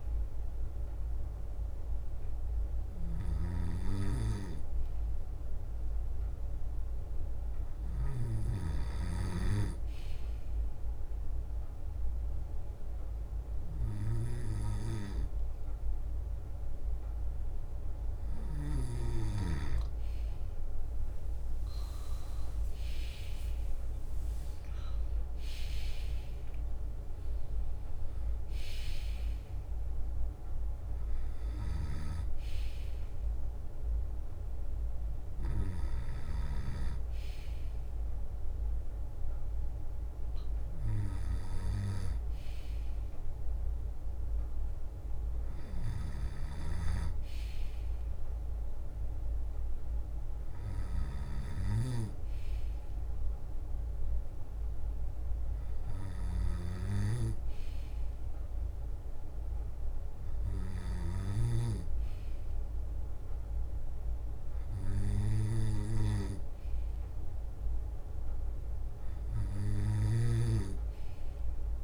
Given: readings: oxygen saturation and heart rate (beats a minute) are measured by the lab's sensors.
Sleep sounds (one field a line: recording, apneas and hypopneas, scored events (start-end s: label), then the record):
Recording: breathing in sleep by a room microphone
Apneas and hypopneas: none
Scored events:
0.00-1.50 s: drop in pulse transit time (device-marked, heart rate 54 extreme)
0.00-1.50 s: long interval between heartbeats (device-marked, heart rate 55 extreme)
0.00-8.50 s: snoring (device-marked)
0.00-20.50 s: bradycardia (device-marked, heart rate 37 extreme)
1.00-5.50 s: leg movement (device-marked)
2.50-4.50 s: long interval between heartbeats (device-marked, heart rate 55 before, 46 extreme)
20.50-32.50 s: drop in pulse transit time (device-marked, heart rate 50 before, 55 extreme)
21.00-25.00 s: arousal
21.00-26.50 s: leg movement (device-marked)
23.50-30.50 s: bradycardia (device-marked, heart rate 54 before, 55 extreme)
24.50-26.50 s: long interval between heartbeats (device-marked, heart rate 52 before, 61 extreme)
31.00-36.00 s: leg movement (device-marked)
31.50-36.50 s: snoring (device-marked)
32.50-71.84 s: bradycardia (device-marked, heart rate 54 before, 32 extreme)
37.00-43.00 s: leg movement (device-marked)
37.50-39.50 s: long interval between heartbeats (device-marked, heart rate 57 before, 58 extreme)
40.50-42.50 s: long interval between heartbeats (device-marked, heart rate 57 before, 47 extreme)
43.50-49.00 s: leg movement (device-marked)
46.50-61.00 s: snoring (device-marked)
46.50-64.50 s: drop in pulse transit time (device-marked, heart rate 53 before, 48 extreme)
50.50-57.00 s: leg movement (device-marked)
58.00-64.00 s: leg movement (device-marked)
60.50-62.50 s: long interval between heartbeats (device-marked, heart rate 53 before, 56 extreme)
65.00-71.00 s: leg movement (device-marked)
From the record:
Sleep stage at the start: N2 (light sleep)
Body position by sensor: on the left side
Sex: male